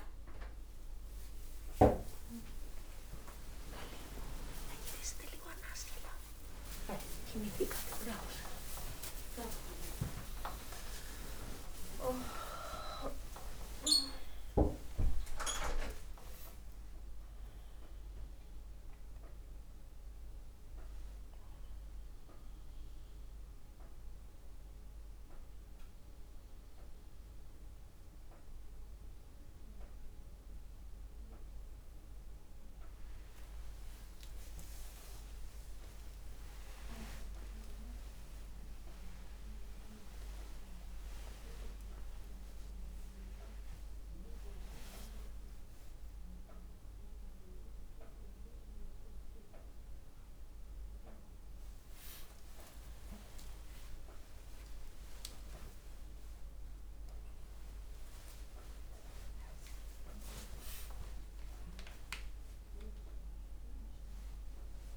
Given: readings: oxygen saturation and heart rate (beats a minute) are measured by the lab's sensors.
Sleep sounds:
a person awake in a sleep study, by a room microphone; none
3.00-63.00 s: new sleep stage, awake
63.00-64.97 s: new sleep stage, N1 (lightest sleep)
From the record:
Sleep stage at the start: N2 (light sleep); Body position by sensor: on the back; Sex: female

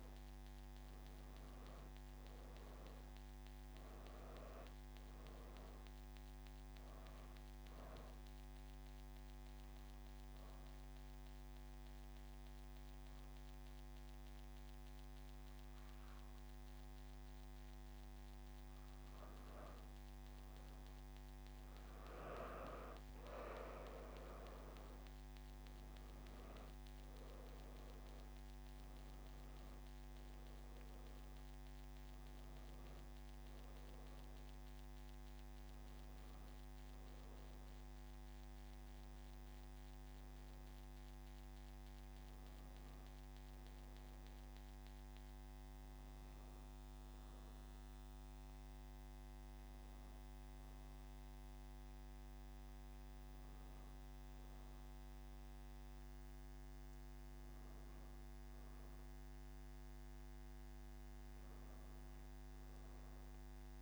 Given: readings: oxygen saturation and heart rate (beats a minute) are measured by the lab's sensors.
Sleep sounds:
breathing in sleep, hard to hear, by a microphone on the trachea; 1
1.50-19.50 s: oxygen desaturation (device-marked, oxygen 97% before, 91% lowest)
9.00-20.00 s: obstructive apnea (oxygen 98% before, 89% lowest)
22.00-25.00 s: arousal
26.50-47.50 s: oxygen desaturation (device-marked, oxygen 94% before, 89% lowest)
From the record:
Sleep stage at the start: N2 (light sleep); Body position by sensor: on the back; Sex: female

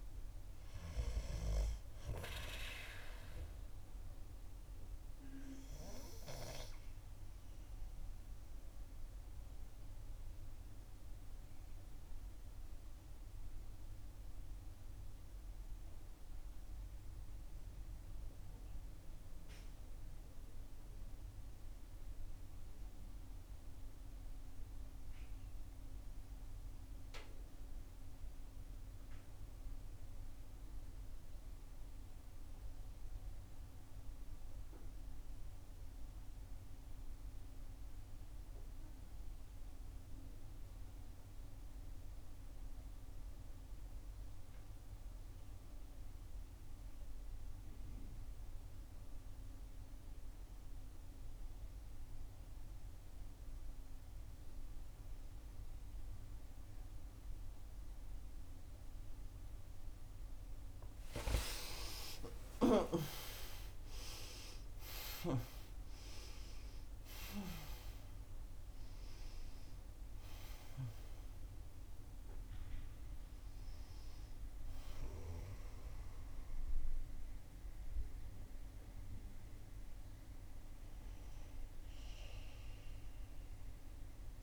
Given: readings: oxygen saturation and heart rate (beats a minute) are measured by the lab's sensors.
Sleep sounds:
breathing in sleep by a room microphone; 1
0.00-15.50 s: oxygen desaturation (device-marked, oxygen 80% lowest, heart rate 59 extreme)
3.50-60.00 s: obstructive apnea (oxygen 91% before, 73% lowest, heart rate 69 before, 59 extreme, up 21 after)
31.50-84.43 s: oxygen desaturation (device-marked, oxygen 97% before, 73% lowest, heart rate 62 before, 61 extreme)
61.50-66.00 s: arousal
From the record:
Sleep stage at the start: N2 (light sleep); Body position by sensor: on the back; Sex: female

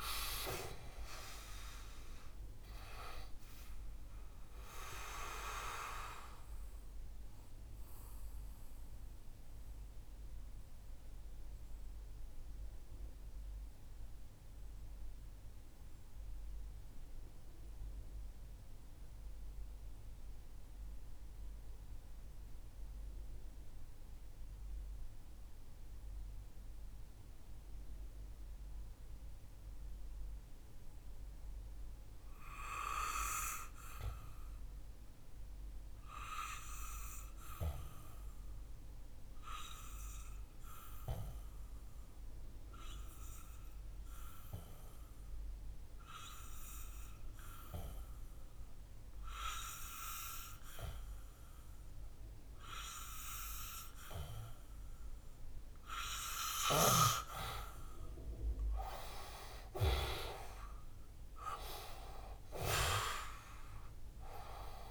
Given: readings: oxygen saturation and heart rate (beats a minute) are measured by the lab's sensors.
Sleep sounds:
breathing in sleep by a room microphone; 1
0.00-15.00 s: oxygen desaturation (device-marked, oxygen 93% lowest, heart rate 59 extreme)
5.00-56.50 s: mixed apnea (oxygen 99% before, 90% lowest, heart rate 66 before, 59 extreme, up 11 after)
17.00-28.00 s: oxygen desaturation (device-marked, oxygen 94% before, 90% lowest, heart rate 65 before, 62 extreme)
51.00-64.91 s: oxygen desaturation (device-marked, oxygen 96% before, 90% lowest, heart rate 64 before, 61 extreme)
58.00-63.50 s: arousal
From the record:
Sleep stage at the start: N2 (light sleep); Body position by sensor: on the back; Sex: male

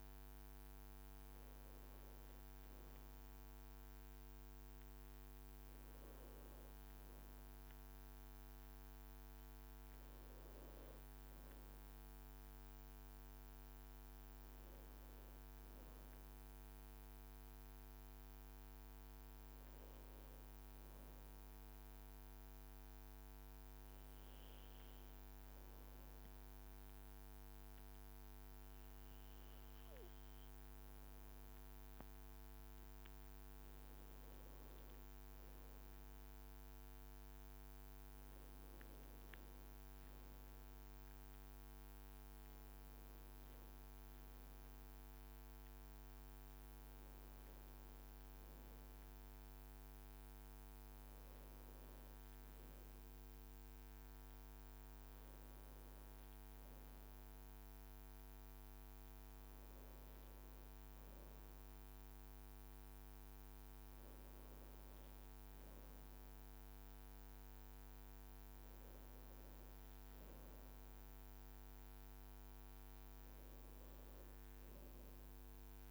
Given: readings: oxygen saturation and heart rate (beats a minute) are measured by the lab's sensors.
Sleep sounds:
breathing in sleep, hard to hear, by a microphone on the trachea; 1
8.50-16.50 s: leg movement (device-marked)
11.50-15.50 s: arousal
20.00-32.00 s: obstructive apnea (oxygen 96% before, 93% lowest, heart rate 63 before, 57 extreme, up 1 after)
25.00-30.50 s: leg movement (device-marked)
32.50-36.00 s: arousal
39.00-46.00 s: leg movement (device-marked)
70.00-74.50 s: arousal
From the record:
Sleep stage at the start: N2 (light sleep); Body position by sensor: on the right side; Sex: male

